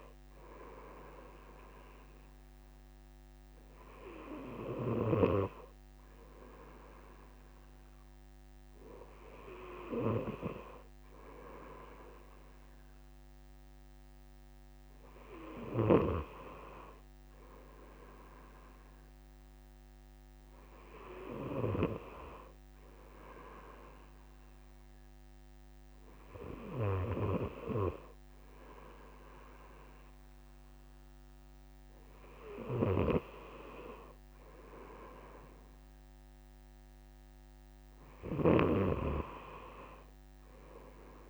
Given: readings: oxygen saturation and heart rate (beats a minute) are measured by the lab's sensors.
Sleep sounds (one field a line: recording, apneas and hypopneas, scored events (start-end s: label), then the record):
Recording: breathing in sleep by a microphone on the trachea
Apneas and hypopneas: none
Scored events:
16.00-22.00 s: snoring (device-marked)
From the record:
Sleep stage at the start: N2 (light sleep)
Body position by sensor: on the right side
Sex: male